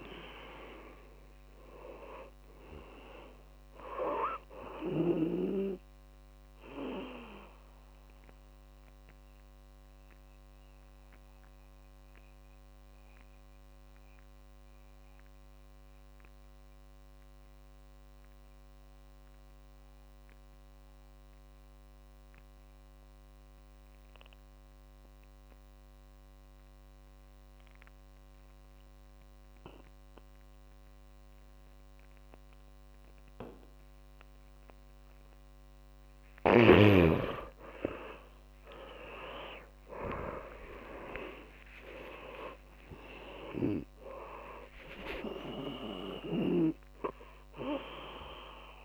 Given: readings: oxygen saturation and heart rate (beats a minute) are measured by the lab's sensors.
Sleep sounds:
breathing in sleep by a microphone on the trachea; 1
0.00-28.50 s: oxygen desaturation (device-marked, oxygen 83% lowest, heart rate 52 extreme)
9.50-35.00 s: mixed apnea (oxygen 100% before, 83% lowest, heart rate 69 before, 55 extreme, up 23 after)
39.50-45.00 s: arousal
41.50-48.84 s: oxygen desaturation (device-marked, oxygen 100% before, 84% lowest, heart rate 58 before, 55 extreme)
From the record:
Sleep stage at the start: N2 (light sleep); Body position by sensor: on the back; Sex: male

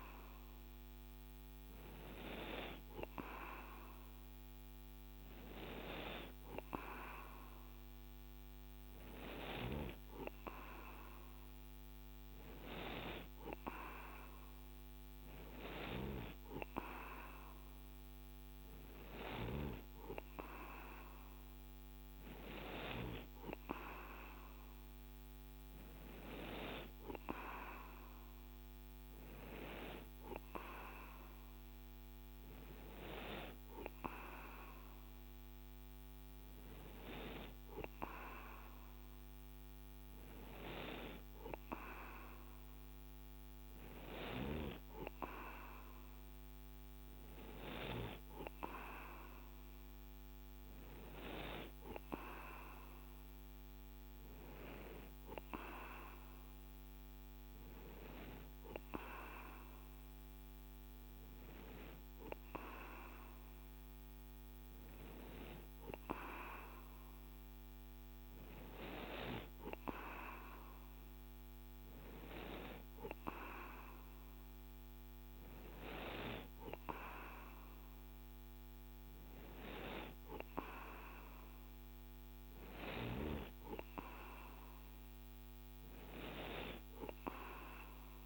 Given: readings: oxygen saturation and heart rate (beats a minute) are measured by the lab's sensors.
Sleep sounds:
breathing in sleep by a microphone on the trachea; none
none scored
From the record:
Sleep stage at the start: N2 (light sleep); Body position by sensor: on the right side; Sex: male

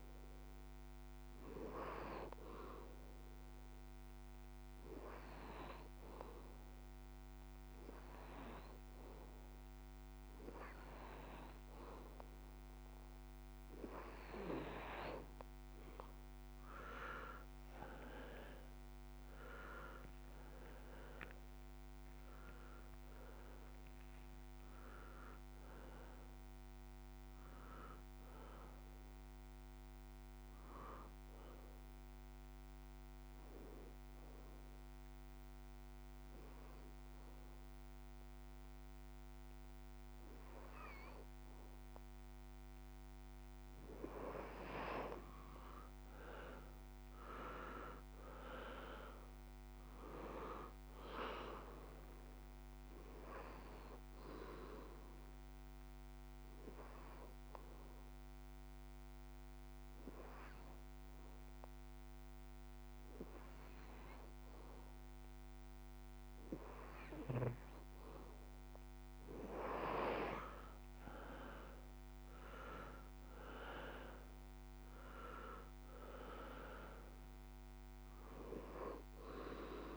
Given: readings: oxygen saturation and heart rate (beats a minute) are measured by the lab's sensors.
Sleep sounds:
breathing in sleep by a microphone on the trachea; 3
0.00-11.00 s: oxygen desaturation (device-marked, oxygen 86% lowest, heart rate 109 extreme)
4.00-15.00 s: hypopnea (oxygen 96% before, 86% lowest, heart rate 151 before, 96 extreme)
17.00-21.00 s: arousal
20.00-25.00 s: oxygen desaturation (device-marked, oxygen 94% before, 90% lowest, heart rate 158 before, 94 extreme)
32.00-44.00 s: oxygen desaturation (device-marked, oxygen 92% before, 88% lowest, heart rate 151 before, 73 extreme)
33.50-44.00 s: obstructive apnea (oxygen 94% before, 86% lowest, heart rate 150 before, 73 extreme, up 45 after)
46.00-49.50 s: arousal
55.50-67.00 s: obstructive apnea (oxygen 97% before, 86% lowest, heart rate 106 before, 83 extreme)
57.00-66.00 s: oxygen desaturation (device-marked, oxygen 97% before, 86% lowest, heart rate 102 before, 83 extreme)
70.00-73.50 s: arousal
74.00-79.97 s: oxygen desaturation (device-marked, oxygen 95% before, 87% lowest, heart rate 96 before, 86 extreme)
From the record:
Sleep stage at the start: N2 (light sleep); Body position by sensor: on the back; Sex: male

